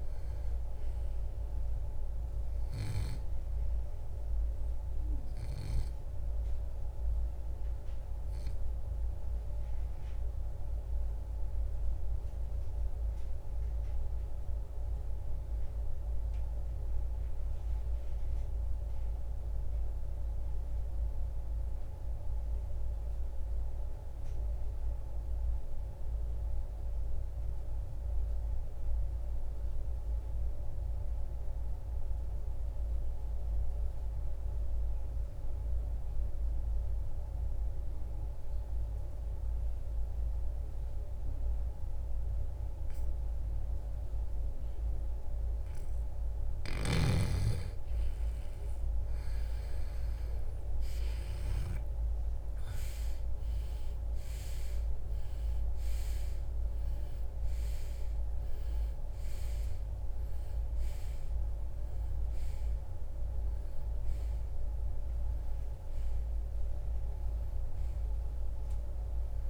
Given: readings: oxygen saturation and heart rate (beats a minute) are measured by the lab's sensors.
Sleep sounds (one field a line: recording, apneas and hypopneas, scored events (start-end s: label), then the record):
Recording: breathing in sleep, hard to hear, by a room microphone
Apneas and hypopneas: 1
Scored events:
6.00-45.00 s: obstructive apnea (oxygen 97% before, 80% lowest, heart rate 73 before, 48 extreme, up 16 after)
9.00-33.00 s: oxygen desaturation (device-marked, oxygen 95% before, 82% lowest, heart rate 74 before, 48 extreme)
17.00-69.50 s: new sleep stage, N2 (light sleep)
48.00-53.00 s: arousal
From the record:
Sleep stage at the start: REM sleep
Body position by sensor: on the right side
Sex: male